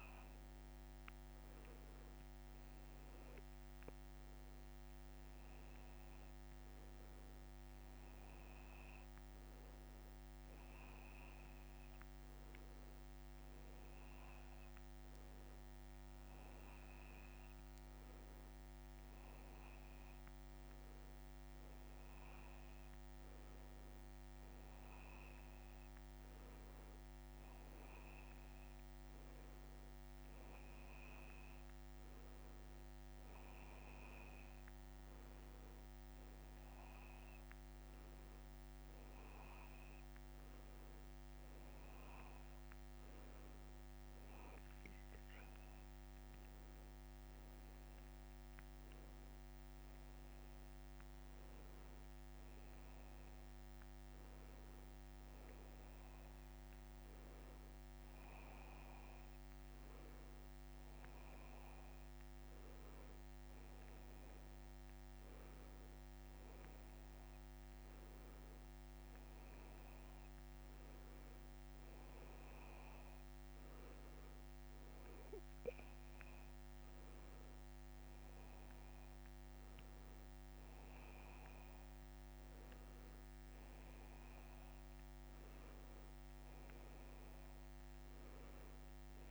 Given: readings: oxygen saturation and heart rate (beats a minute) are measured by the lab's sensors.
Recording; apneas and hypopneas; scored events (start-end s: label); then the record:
breathing in sleep, hard to hear, by a microphone on the trachea; none
0.00-4.50 s: bradycardia (device-marked)
From the record:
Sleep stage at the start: N2 (light sleep); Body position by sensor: on the back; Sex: male